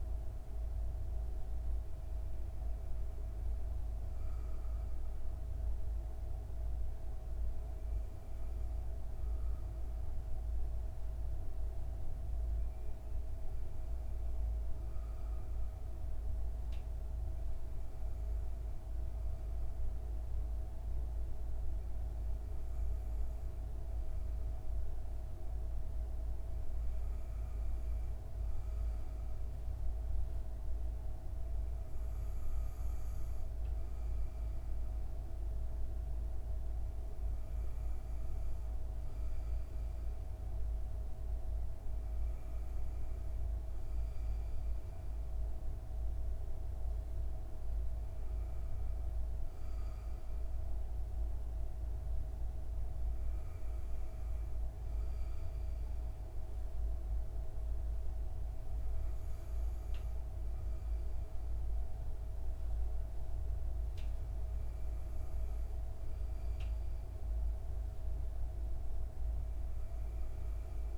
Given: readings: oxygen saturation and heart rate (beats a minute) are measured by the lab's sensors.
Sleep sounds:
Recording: breathing in sleep, hard to hear, by a room microphone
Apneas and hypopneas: none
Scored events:
none scored
From the record:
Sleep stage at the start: N2 (light sleep)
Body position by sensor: on the back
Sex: female

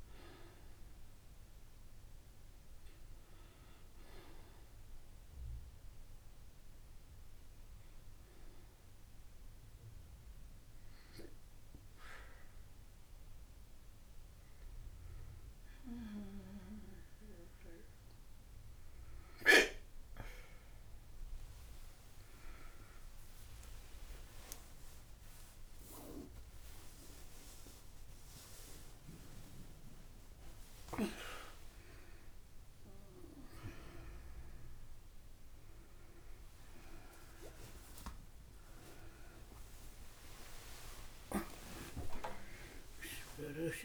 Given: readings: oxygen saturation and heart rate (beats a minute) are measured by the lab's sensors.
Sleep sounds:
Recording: a person awake in a sleep study, by a room microphone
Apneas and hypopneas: none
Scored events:
21.50-43.85 s: new sleep stage, awake
From the record:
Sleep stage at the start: N2 (light sleep)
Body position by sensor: on the back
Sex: female

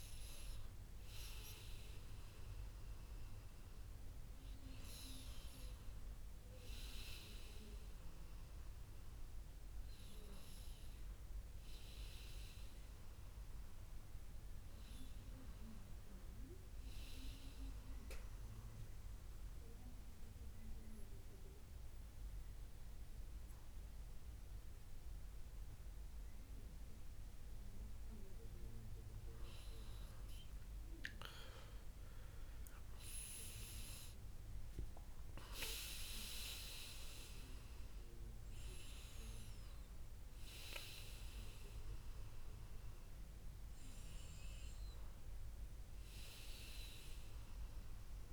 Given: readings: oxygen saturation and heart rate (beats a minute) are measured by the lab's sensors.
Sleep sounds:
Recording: breathing in sleep by a room microphone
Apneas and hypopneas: 1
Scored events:
0.00-1.50 s: arousal
18.00-29.50 s: central apnea (oxygen 97% before, 94% lowest, heart rate 80 before, 73 extreme, up 10 after)
31.00-36.00 s: arousal
31.00-47.00 s: oxygen desaturation (device-marked, oxygen 97% before, 94% lowest, heart rate 76 before, 73 extreme)
From the record:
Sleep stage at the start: N2 (light sleep)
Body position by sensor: on the back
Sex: male

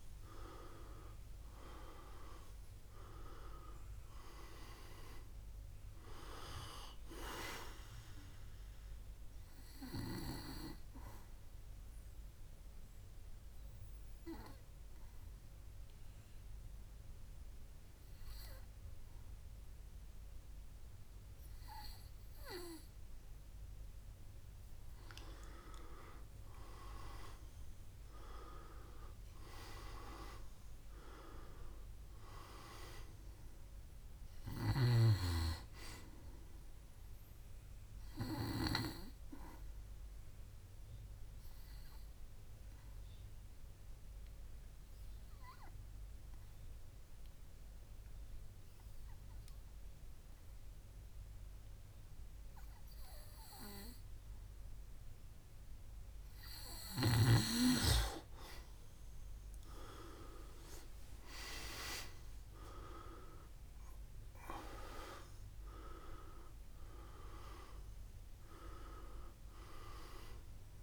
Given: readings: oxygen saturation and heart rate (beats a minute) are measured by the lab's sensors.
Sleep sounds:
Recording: breathing in sleep by a room microphone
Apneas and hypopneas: 2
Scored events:
0.00-1.50 s: arousal
11.50-25.00 s: mixed apnea (oxygen 98% before, 90% lowest, heart rate 70 before, 59 extreme, up 9 after)
27.00-30.50 s: arousal
40.50-56.50 s: mixed apnea (oxygen 98% before, 90% lowest, heart rate 67 before, 60 extreme, up 11 after)
60.00-64.50 s: arousal
65.00-70.83 s: oxygen desaturation (device-marked, oxygen 98% before, 90% lowest, heart rate 64 before, 60 extreme)
From the record:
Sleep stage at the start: N2 (light sleep)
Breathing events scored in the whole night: 341 in 4.3 hours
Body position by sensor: on the back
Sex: male

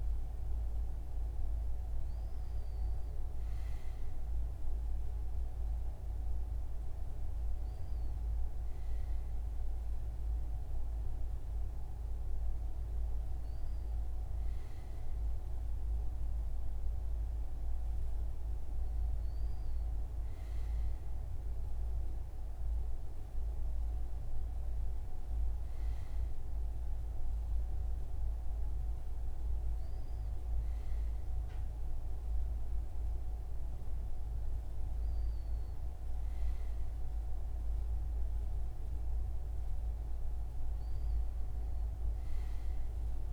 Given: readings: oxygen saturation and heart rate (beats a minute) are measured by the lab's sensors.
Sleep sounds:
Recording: breathing in sleep, hard to hear, by a room microphone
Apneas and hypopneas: none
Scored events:
none scored
From the record:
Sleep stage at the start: N2 (light sleep)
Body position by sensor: on the front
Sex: male

